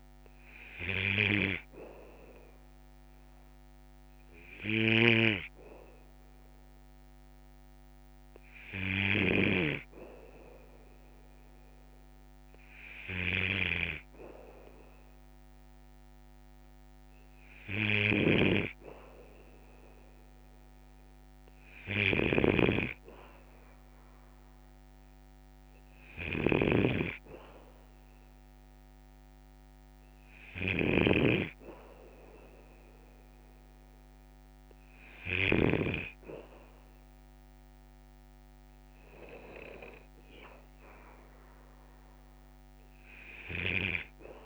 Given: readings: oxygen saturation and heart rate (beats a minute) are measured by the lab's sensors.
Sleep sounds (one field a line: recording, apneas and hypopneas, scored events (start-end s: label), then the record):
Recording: breathing in sleep by a microphone on the trachea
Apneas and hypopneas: none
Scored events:
4.50-9.50 s: snoring (device-marked)
18.00-35.50 s: snoring (device-marked)
From the record:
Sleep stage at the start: N2 (light sleep)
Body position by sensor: on the back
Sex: male